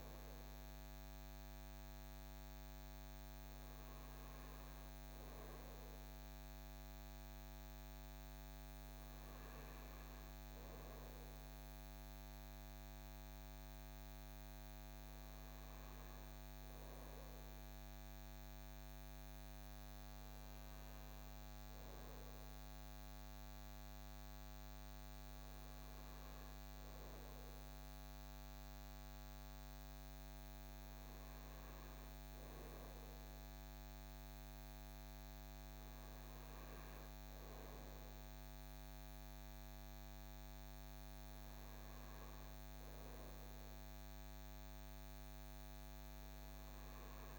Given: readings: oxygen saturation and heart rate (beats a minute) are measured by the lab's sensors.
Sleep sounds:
breathing in sleep, hard to hear, by a microphone on the trachea; none
none scored
From the record:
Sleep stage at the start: N2 (light sleep); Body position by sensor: on the front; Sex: male

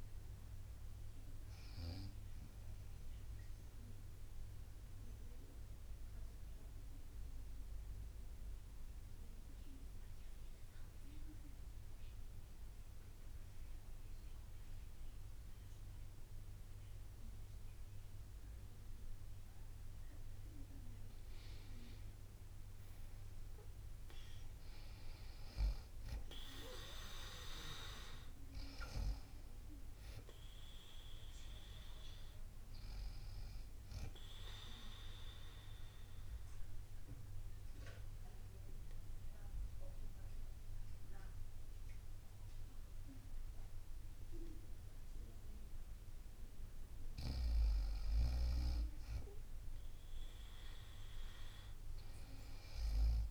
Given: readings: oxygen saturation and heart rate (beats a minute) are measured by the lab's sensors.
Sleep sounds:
breathing in sleep by a room microphone; 2
0.00-5.50 s: drop in pulse transit time (device-marked, heart rate 63 extreme)
0.00-17.50 s: oxygen desaturation (device-marked, oxygen 93% lowest, heart rate 61 extreme)
2.00-20.50 s: mixed apnea (oxygen 97% before, 93% lowest, heart rate 65 before, 61 extreme, up 3 after)
24.00-28.00 s: arousal
24.50-36.50 s: drop in pulse transit time (device-marked, heart rate 63 before, 63 extreme)
35.50-47.00 s: obstructive apnea (oxygen 99% before, 94% lowest, heart rate 64 before, 61 extreme, up 4 after)
48.00-53.31 s: snoring (device-marked)
49.50-53.00 s: arousal
From the record:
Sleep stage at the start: N2 (light sleep); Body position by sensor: on the right side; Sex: female

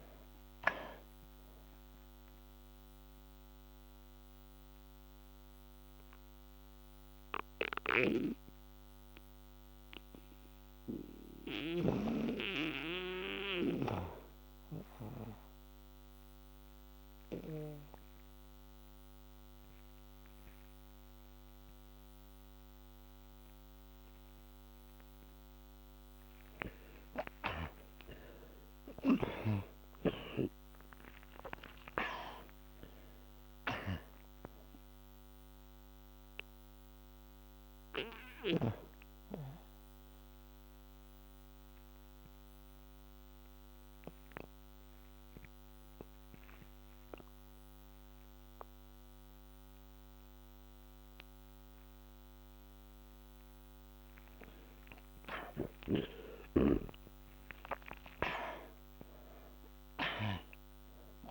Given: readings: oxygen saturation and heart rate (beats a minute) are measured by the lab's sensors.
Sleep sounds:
breathing in sleep by a microphone on the trachea; 2
4.50-25.00 s: obstructive apnea (oxygen 91% before, 69% lowest, heart rate 63 before, 53 extreme, up 9 after)
8.00-24.00 s: oxygen desaturation (device-marked, oxygen 91% before, 73% lowest, heart rate 66 before, 53 extreme)
26.00-51.00 s: oxygen desaturation (device-marked, oxygen 95% before, 69% lowest, heart rate 63 before, 55 extreme)
27.00-32.00 s: arousal
37.50-53.50 s: obstructive apnea (oxygen 95% before, 69% lowest, heart rate 67 before, 55 extreme, up 18 after)
55.50-60.00 s: arousal
From the record:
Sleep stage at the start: N2 (light sleep); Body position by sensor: on the back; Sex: male

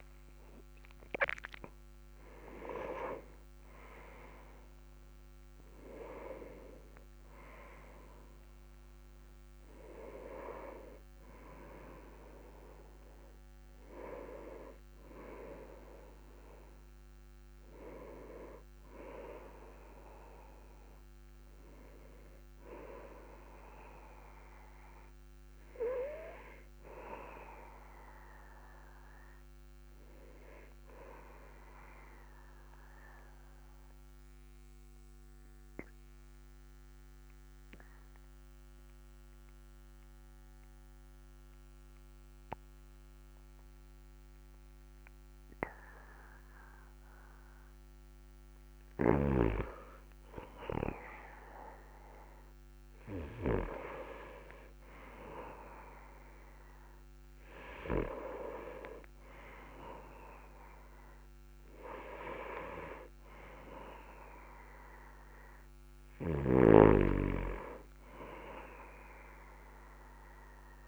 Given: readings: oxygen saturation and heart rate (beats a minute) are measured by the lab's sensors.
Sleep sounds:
breathing in sleep by a microphone on the trachea; 1
24.50-44.50 s: oxygen desaturation (device-marked, oxygen 97% before, 92% lowest, heart rate 49 before, 43 extreme)
32.50-49.50 s: obstructive apnea (oxygen 98% before, 92% lowest, heart rate 49 before, 45 extreme, up 5 after)
51.00-54.00 s: arousal
66.50-70.88 s: snoring (device-marked)
From the record:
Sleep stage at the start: N2 (light sleep); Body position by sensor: on the back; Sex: male

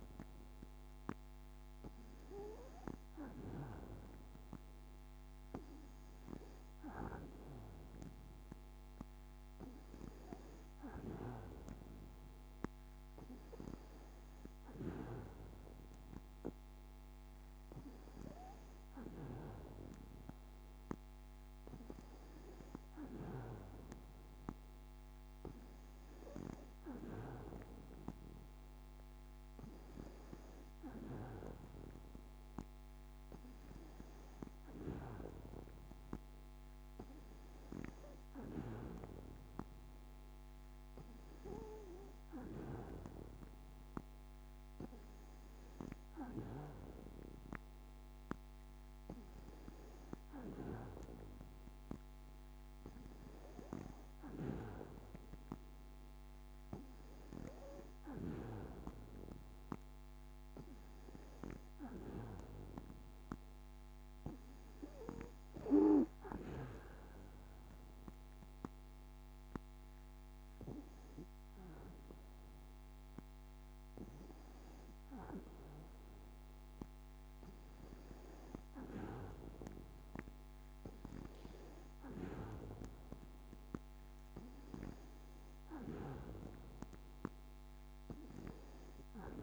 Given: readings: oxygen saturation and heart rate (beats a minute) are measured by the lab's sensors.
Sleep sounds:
breathing in sleep by a microphone on the trachea; none
none scored
From the record:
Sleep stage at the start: N2 (light sleep); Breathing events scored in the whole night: 25 in 6.3 hours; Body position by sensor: on the back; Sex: female

